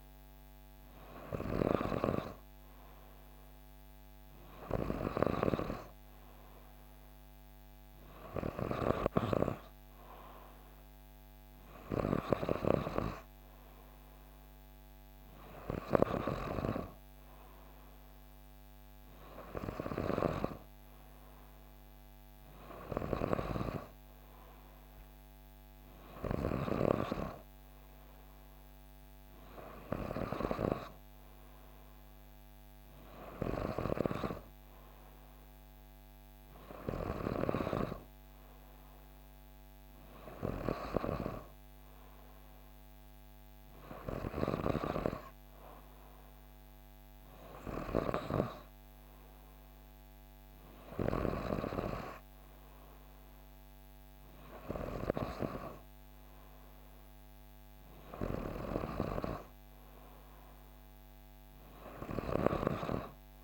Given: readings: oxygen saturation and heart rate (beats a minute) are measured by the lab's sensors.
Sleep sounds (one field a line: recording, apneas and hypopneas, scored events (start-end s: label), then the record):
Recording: breathing in sleep by a microphone on the trachea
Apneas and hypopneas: none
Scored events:
none scored
From the record:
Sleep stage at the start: N3 (deep sleep)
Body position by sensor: on the back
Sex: female